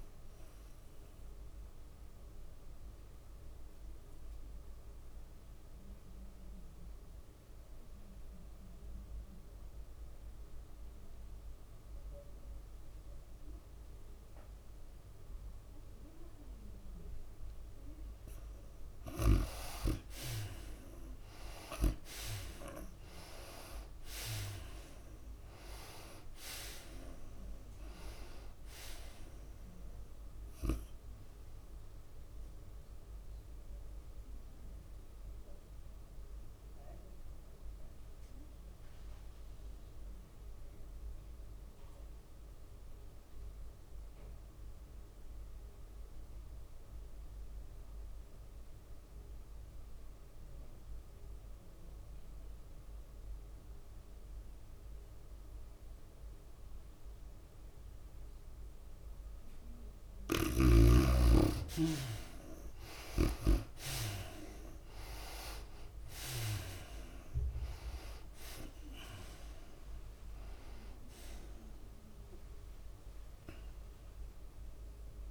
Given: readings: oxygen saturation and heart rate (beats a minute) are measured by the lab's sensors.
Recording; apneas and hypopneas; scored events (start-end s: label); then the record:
breathing in sleep by a room microphone; 2
0.00-5.00 s: drop in pulse transit time (device-marked, heart rate 91 extreme)
0.00-12.00 s: oxygen desaturation (device-marked, oxygen 73% lowest, heart rate 77 extreme)
3.50-18.50 s: obstructive apnea (oxygen 96% before, 73% lowest, heart rate 92 before, 90 extreme, up 10 after)
18.00-43.00 s: oxygen desaturation (device-marked, oxygen 98% before, 78% lowest, heart rate 97 before, 80 extreme)
21.00-25.00 s: arousal
25.00-31.00 s: tachycardia (device-marked, heart rate 99 before, 104 extreme)
27.00-41.00 s: drop in pulse transit time (device-marked, heart rate 94 before, 97 extreme)
33.50-60.50 s: obstructive apnea (oxygen 98% before, 73% lowest, heart rate 96 before, 80 extreme, up 20 after)
50.00-75.31 s: oxygen desaturation (device-marked, oxygen 98% before, 73% lowest, heart rate 97 before, 80 extreme)
61.00-64.50 s: snoring (device-marked)
62.50-67.00 s: arousal
65.00-75.31 s: drop in pulse transit time (device-marked, heart rate 89 before, 92 extreme)
65.00-75.31 s: tachycardia (device-marked, heart rate 98 before, 107 extreme)
From the record:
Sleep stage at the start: N2 (light sleep); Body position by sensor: on the right side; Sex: female